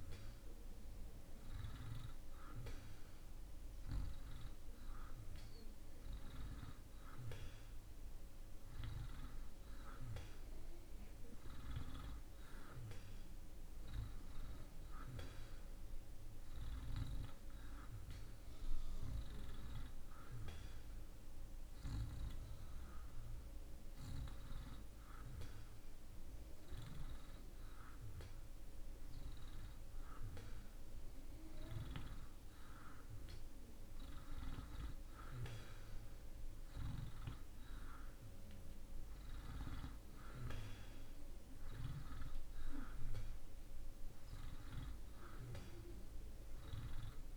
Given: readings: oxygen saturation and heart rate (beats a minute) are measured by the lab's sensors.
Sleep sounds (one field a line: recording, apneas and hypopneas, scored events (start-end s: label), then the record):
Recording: breathing in sleep by a room microphone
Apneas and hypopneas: none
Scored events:
none scored
From the record:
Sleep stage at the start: N2 (light sleep)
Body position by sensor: on the back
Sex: male